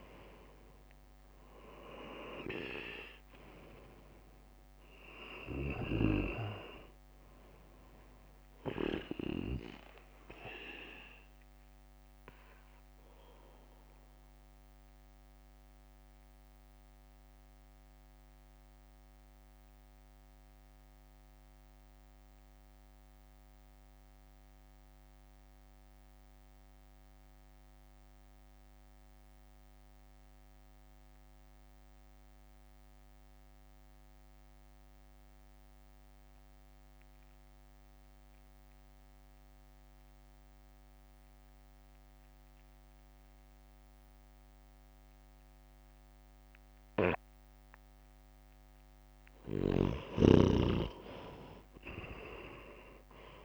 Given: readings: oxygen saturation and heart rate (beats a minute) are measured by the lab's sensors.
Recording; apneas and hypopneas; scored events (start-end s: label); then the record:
breathing in sleep by a microphone on the trachea; 1
0.00-15.00 s: drop in pulse transit time (device-marked, heart rate 54 extreme)
12.50-48.00 s: mixed apnea (oxygen 98% before, 87% lowest, heart rate 56 before, 52 extreme, up 8 after)
18.00-33.00 s: oxygen desaturation (device-marked, oxygen 93% before, 89% lowest, heart rate 56 before, 54 extreme)
46.00-53.00 s: oxygen desaturation (device-marked, oxygen 98% before, 93% lowest, heart rate 61 before, 54 extreme)
From the record:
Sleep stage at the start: N2 (light sleep); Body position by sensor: on the right side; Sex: male